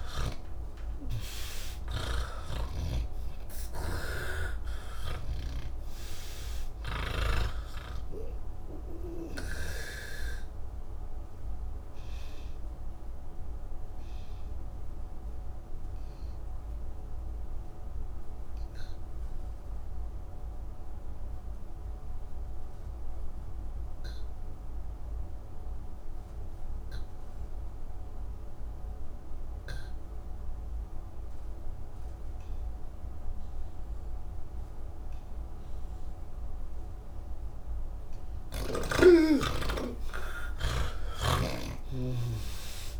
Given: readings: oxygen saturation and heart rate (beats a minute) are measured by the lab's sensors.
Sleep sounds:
breathing in sleep by a room microphone; 1
2.00-9.50 s: snoring (device-marked)
2.00-27.00 s: oxygen desaturation (device-marked, oxygen 96% before, 82% lowest, heart rate 128 before, 55 extreme)
11.00-38.00 s: obstructive apnea (oxygen 98% before, 79% lowest, heart rate 125 before, 55 extreme, up 35 after)
38.00-43.00 s: oxygen desaturation (device-marked, oxygen 98% before, 79% lowest, heart rate 98 before, 41 extreme)
41.00-43.00 s: snoring (device-marked)
From the record:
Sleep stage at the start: N3 (deep sleep); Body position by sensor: on the back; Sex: male

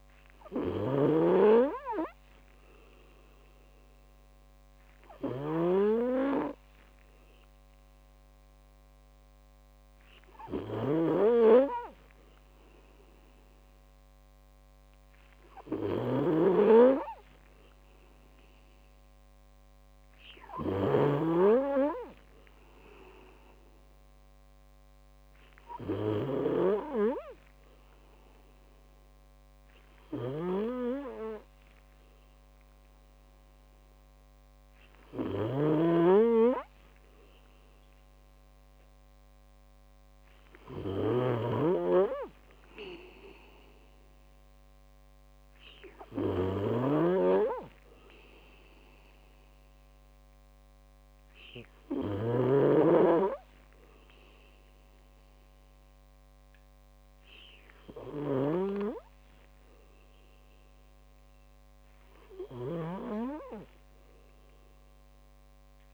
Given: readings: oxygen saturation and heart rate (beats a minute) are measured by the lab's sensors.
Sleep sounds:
a person partly awake in a sleep study, by a microphone on the trachea; none
0.00-65.94 s: snoring (device-marked)
48.00-65.94 s: new sleep stage, awake
From the record:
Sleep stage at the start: N2 (light sleep); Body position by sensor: on the back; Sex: male

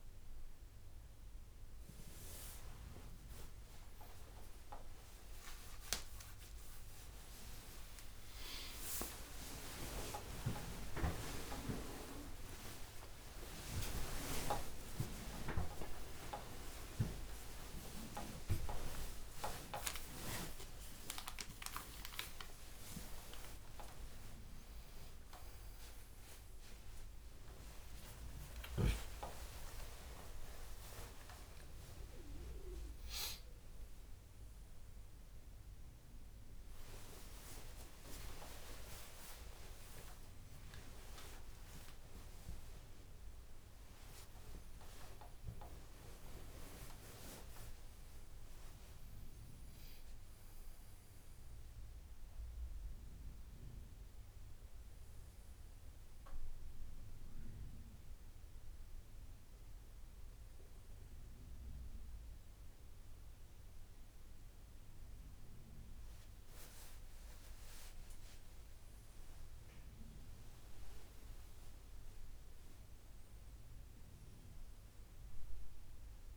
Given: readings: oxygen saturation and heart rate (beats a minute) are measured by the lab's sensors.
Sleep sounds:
a person awake in a sleep study, by a room microphone; none
0.00-10.00 s: oxygen desaturation (device-marked, oxygen 92% lowest, heart rate 83 extreme)
54.00-62.00 s: oxygen desaturation (device-marked, oxygen 100% before, 96% lowest, heart rate 101 before, 78 extreme)
70.00-76.37 s: new sleep stage, N1 (lightest sleep)
75.00-76.37 s: oxygen desaturation (device-marked, oxygen 97% before, 94% lowest, heart rate 89 before, 75 extreme)
From the record:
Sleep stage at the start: awake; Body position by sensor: on the left side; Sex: male

